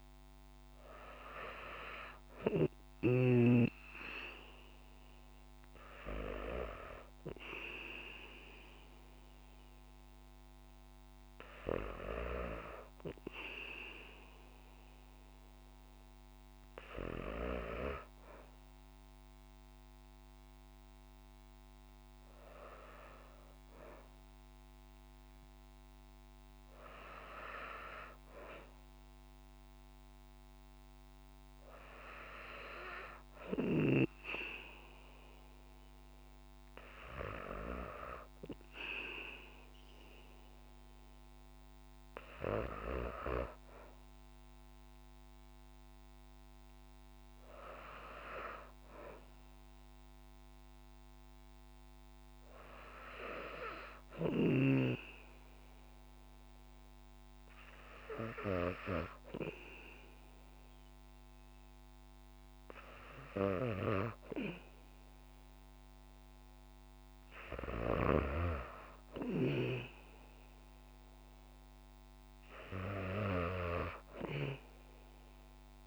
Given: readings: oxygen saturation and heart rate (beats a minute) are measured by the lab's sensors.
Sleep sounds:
breathing in sleep by a microphone on the trachea; none
none scored
From the record:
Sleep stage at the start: N2 (light sleep); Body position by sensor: on the back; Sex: female

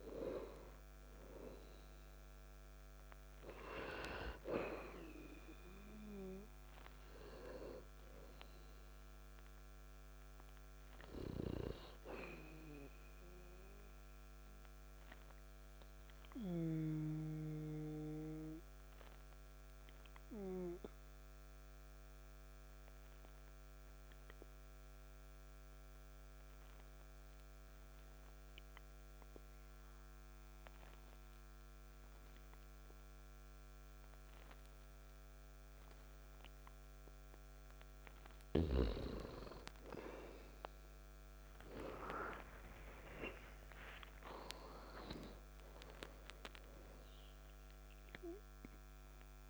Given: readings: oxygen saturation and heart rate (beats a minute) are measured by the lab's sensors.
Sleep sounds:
breathing in sleep by a microphone on the trachea; 1
0.00-1.50 s: arousal
12.00-27.00 s: oxygen desaturation (device-marked, oxygen 98% before, 93% lowest, heart rate 52 before, 48 extreme)
18.00-37.50 s: obstructive apnea (oxygen 98% before, 92% lowest, heart rate 52 before, 48 extreme, up 6 after)
40.50-45.00 s: arousal
43.00-49.50 s: oxygen desaturation (device-marked, oxygen 98% before, 94% lowest, heart rate 51 before, 53 extreme)
From the record:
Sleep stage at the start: N2 (light sleep); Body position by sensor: on the back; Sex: male

